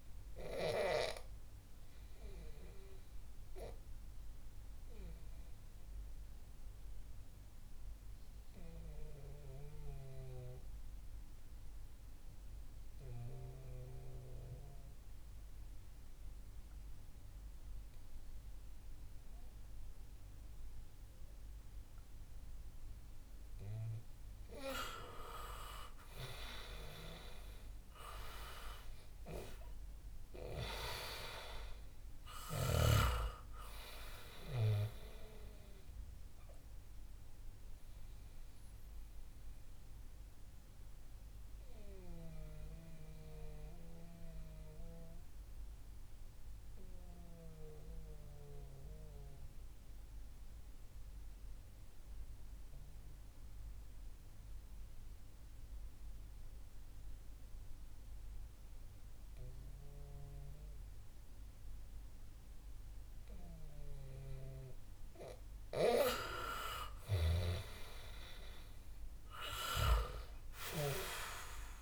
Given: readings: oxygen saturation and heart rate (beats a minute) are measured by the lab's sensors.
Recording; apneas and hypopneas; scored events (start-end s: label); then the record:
breathing in sleep by a room microphone; 2
0.00-21.00 s: oxygen desaturation (device-marked, oxygen 91% lowest, heart rate 58 extreme)
2.50-22.00 s: obstructive apnea (oxygen 98% before, 91% lowest, heart rate 66 before, 58 extreme, up 9 after)
25.00-29.00 s: arousal
34.50-63.00 s: obstructive apnea (oxygen 97% before, 91% lowest, heart rate 64 before, 58 extreme, up 4 after)
65.00-71.82 s: oxygen desaturation (device-marked, oxygen 98% before, 91% lowest, heart rate 61 before, 62 extreme)
66.50-71.82 s: snoring (device-marked)
68.00-71.82 s: arousal
From the record:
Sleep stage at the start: N2 (light sleep); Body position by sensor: on the back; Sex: male